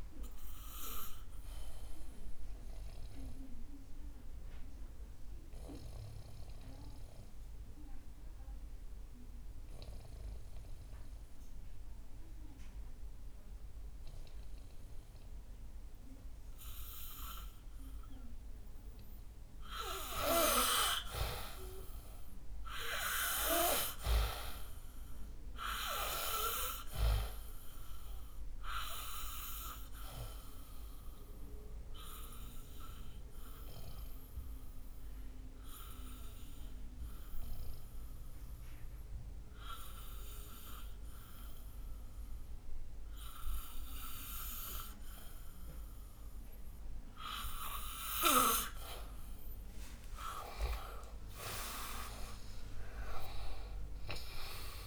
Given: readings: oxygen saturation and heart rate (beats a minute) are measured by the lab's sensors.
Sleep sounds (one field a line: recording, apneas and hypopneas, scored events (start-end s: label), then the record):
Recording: breathing in sleep by a room microphone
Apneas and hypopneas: 2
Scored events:
2.00-19.00 s: obstructive apnea (oxygen 96% before, 89% lowest, heart rate 66 before, 61 extreme, up 9 after)
21.50-24.50 s: arousal
26.00-53.00 s: oxygen desaturation (device-marked, oxygen 96% before, 89% lowest, heart rate 64 before, 61 extreme)
30.00-46.00 s: obstructive apnea (oxygen 97% before, 89% lowest, heart rate 65 before, 61 extreme, up 13 after)
50.50-54.50 s: arousal
From the record:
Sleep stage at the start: N2 (light sleep)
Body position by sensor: on the back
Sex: male